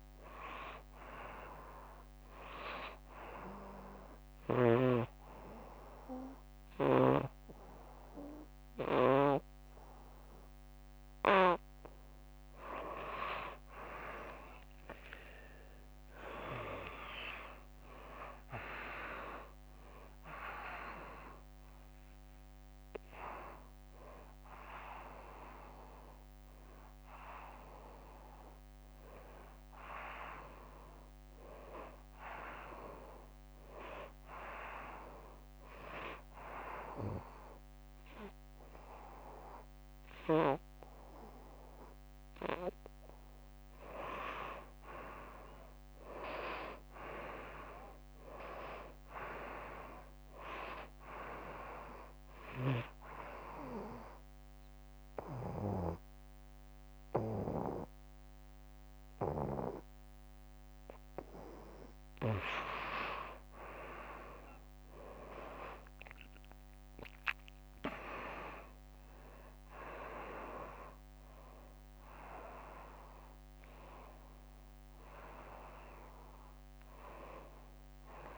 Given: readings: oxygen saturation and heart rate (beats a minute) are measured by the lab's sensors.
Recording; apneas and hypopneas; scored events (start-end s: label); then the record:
breathing in sleep by a microphone on the trachea; 3
3.00-13.00 s: obstructive apnea (oxygen 94% before, 85% lowest, heart rate 93 before, 79 extreme, up 26 after)
16.50-22.00 s: arousal
23.00-39.00 s: oxygen desaturation (device-marked, oxygen 92% before, 85% lowest, heart rate 92 before, 79 extreme)
34.50-45.00 s: obstructive apnea (oxygen 93% before, 86% lowest, heart rate 96 before, 79 extreme, up 7 after)
46.00-49.50 s: arousal
51.00-63.00 s: oxygen desaturation (device-marked, oxygen 97% before, 87% lowest, heart rate 86 before, 81 extreme)
53.00-63.00 s: obstructive apnea (oxygen 98% before, 87% lowest, heart rate 86 before, 81 extreme, up 10 after)
65.00-69.50 s: arousal
72.00-78.38 s: oxygen desaturation (device-marked, oxygen 96% before, 88% lowest, heart rate 89 before, 80 extreme)
From the record:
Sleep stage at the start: N2 (light sleep); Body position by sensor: on the right side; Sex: female